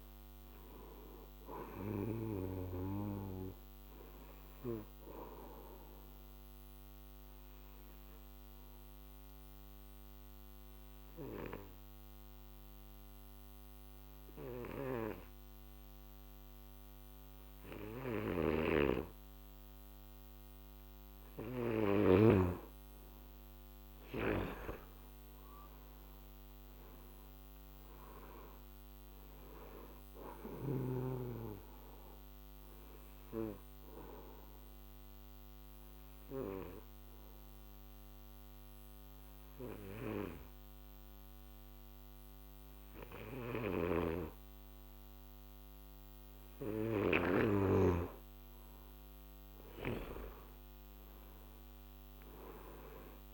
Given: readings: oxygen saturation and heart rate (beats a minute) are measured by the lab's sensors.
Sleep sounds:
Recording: breathing in sleep by a microphone on the trachea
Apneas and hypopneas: 2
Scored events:
0.00-19.50 s: oxygen desaturation (device-marked, oxygen 87% lowest, heart rate 46 extreme)
5.50-21.50 s: obstructive apnea (oxygen 98% before, 87% lowest, heart rate 61 before, 46 extreme, up 22 after)
18.00-22.00 s: snoring (device-marked)
23.50-26.50 s: arousal
25.50-45.50 s: oxygen desaturation (device-marked, oxygen 98% before, 89% lowest, heart rate 52 before, 48 extreme)
31.50-46.50 s: obstructive apnea (oxygen 98% before, 87% lowest, heart rate 57 before, 48 extreme, up 20 after)
43.50-47.50 s: snoring (device-marked)
48.50-52.50 s: arousal
From the record:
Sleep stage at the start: N2 (light sleep)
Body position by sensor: on the back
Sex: male

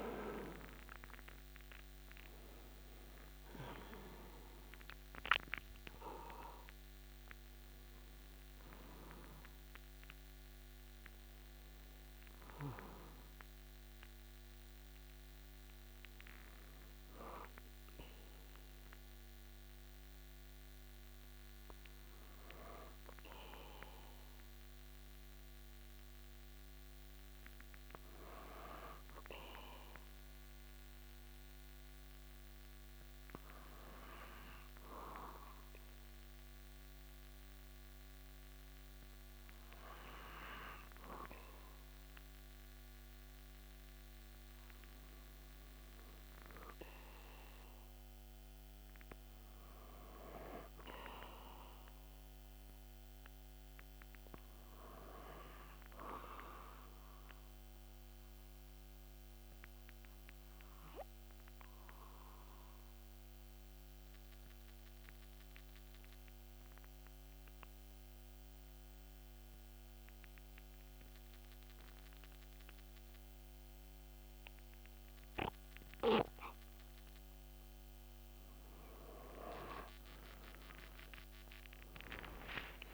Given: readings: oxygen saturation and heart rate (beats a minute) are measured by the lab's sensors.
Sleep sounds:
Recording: breathing in sleep by a microphone on the trachea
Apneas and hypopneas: 2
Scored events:
0.00-27.50 s: oxygen desaturation (device-marked, oxygen 87% lowest)
29.00-43.50 s: hypopnea (oxygen 98% before, 92% lowest)
46.00-50.00 s: arousal
59.00-77.50 s: obstructive apnea (oxygen 99% before, 91% lowest)
80.50-82.94 s: oxygen desaturation (device-marked, oxygen 97% before, 91% lowest)
81.50-82.94 s: arousal
From the record:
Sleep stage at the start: N2 (light sleep)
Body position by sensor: on the back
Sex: male

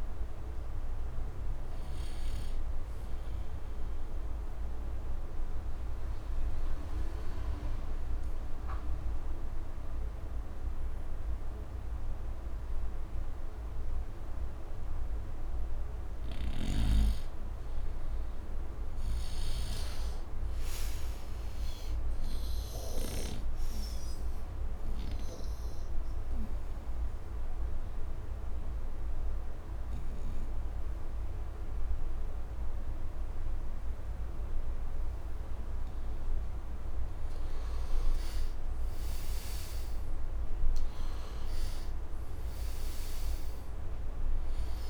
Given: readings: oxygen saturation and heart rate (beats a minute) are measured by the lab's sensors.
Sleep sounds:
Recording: breathing in sleep, hard to hear, by a room microphone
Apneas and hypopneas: 2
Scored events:
0.00-13.00 s: oxygen desaturation (device-marked, oxygen 82% lowest, heart rate 74 extreme)
4.00-17.50 s: obstructive apnea (oxygen 98% before, 82% lowest, heart rate 81 before, 74 extreme, up 6 after)
19.00-22.00 s: arousal
24.50-35.50 s: obstructive apnea (oxygen 99% before, 82% lowest, heart rate 76 before, 70 extreme, up 6 after)
27.00-37.00 s: oxygen desaturation (device-marked, oxygen 99% before, 89% lowest, heart rate 77 before, 70 extreme)
37.50-41.50 s: arousal
42.00-44.90 s: oxygen desaturation (device-marked, oxygen 96% before, 86% lowest, heart rate 78 before, 70 extreme)
From the record:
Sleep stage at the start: N2 (light sleep)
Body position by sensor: on the right side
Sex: male

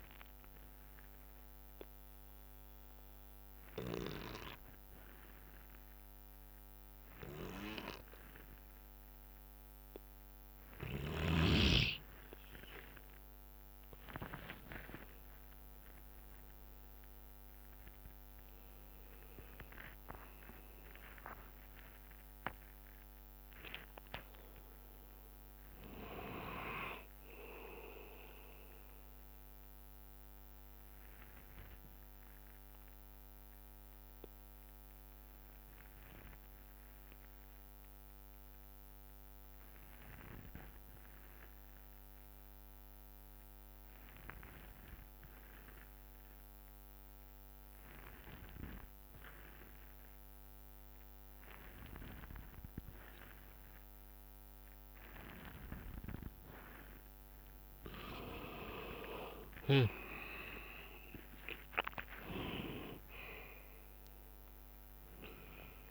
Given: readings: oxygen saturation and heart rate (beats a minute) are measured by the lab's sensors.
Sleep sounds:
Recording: breathing in sleep by a microphone on the trachea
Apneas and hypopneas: 2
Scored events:
0.00-7.50 s: oxygen desaturation (device-marked, oxygen 89% lowest, heart rate 59 extreme)
0.50-11.50 s: obstructive apnea (oxygen 99% before, 85% lowest, heart rate 66 before, 56 extreme, up 11 after)
14.00-19.50 s: arousal
28.50-33.50 s: bradycardia (device-marked, heart rate 66 before, 57 extreme)
31.00-57.00 s: obstructive apnea (oxygen 99% before, 84% lowest, heart rate 69 before, 57 extreme, up 15 after)
48.50-65.91 s: oxygen desaturation (device-marked, oxygen 99% before, 84% lowest, heart rate 61 before, 57 extreme)
59.00-63.50 s: arousal
59.50-65.91 s: drop in pulse transit time (device-marked, heart rate 63 before, 64 extreme)
From the record:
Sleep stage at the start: N2 (light sleep)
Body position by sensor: on the back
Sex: male

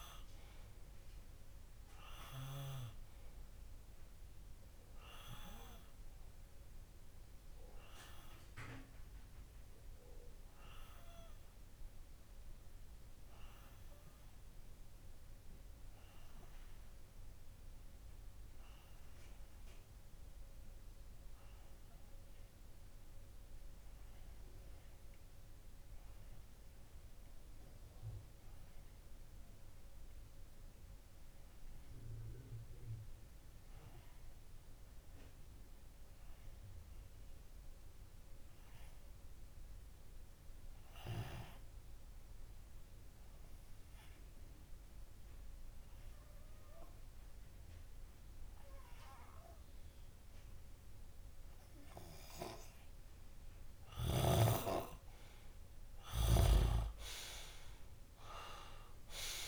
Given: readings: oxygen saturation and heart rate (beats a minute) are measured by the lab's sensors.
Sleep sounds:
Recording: breathing in sleep by a room microphone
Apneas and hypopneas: 1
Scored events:
9.00-54.00 s: obstructive apnea (oxygen 95% before, 93% lowest)
43.50-59.48 s: oxygen desaturation (device-marked, oxygen 98% before, 93% lowest)
56.00-59.48 s: arousal
From the record:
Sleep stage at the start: REM sleep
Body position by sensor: on the left side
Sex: male

